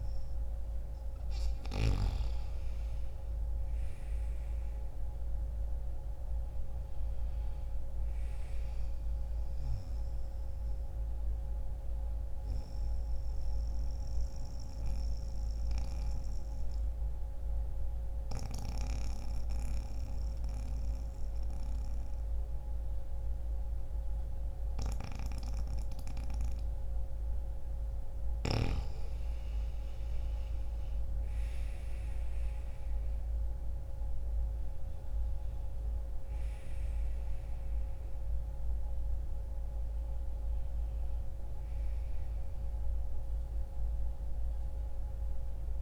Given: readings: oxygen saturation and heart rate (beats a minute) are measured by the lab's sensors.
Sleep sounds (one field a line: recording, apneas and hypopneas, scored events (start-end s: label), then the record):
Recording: breathing in sleep by a room microphone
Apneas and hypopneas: 1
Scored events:
0.00-4.00 s: arousal
5.50-24.50 s: oxygen desaturation (device-marked, oxygen 93% before, 89% lowest, heart rate 62 before, 59 extreme)
12.00-28.00 s: mixed apnea (oxygen 94% before, 87% lowest, heart rate 62 before, 59 extreme, up 1 after)
29.50-33.50 s: arousal
36.50-45.82 s: oxygen desaturation (device-marked, oxygen 95% before, 87% lowest, heart rate 63 before, 59 extreme)
From the record:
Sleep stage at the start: N2 (light sleep)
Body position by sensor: on the back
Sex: male